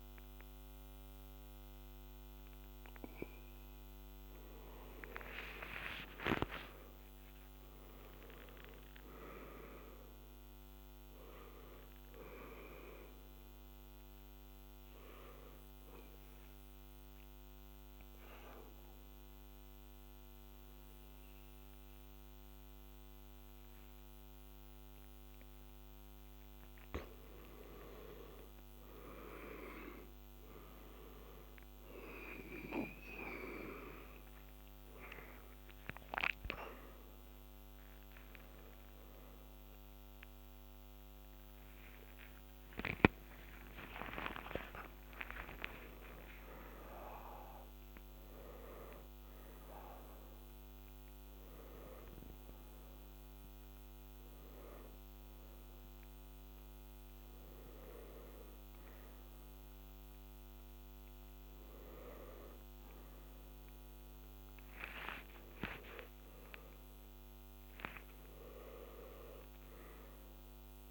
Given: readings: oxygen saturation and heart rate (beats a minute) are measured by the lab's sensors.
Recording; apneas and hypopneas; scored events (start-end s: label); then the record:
a person partly awake in a sleep study, by a microphone on the trachea; 1
6.00-10.50 s: arousal
14.50-26.00 s: obstructive apnea (oxygen 97% before, 87% lowest, heart rate 81 before, 78 extreme, up 0 after)
15.00-26.00 s: oxygen desaturation (device-marked, oxygen 95% before, 91% lowest, heart rate 81 before, 78 extreme)
21.00-51.00 s: new sleep stage, awake
34.00-53.00 s: oxygen desaturation (device-marked, oxygen 97% before, 87% lowest, heart rate 79 before, 82 extreme)
44.50-46.50 s: long interval between heartbeats (device-marked, heart rate 82 before, 117 extreme)
51.00-70.91 s: new sleep stage, N1 (lightest sleep)
From the record:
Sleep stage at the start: N2 (light sleep); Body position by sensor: on the back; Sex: male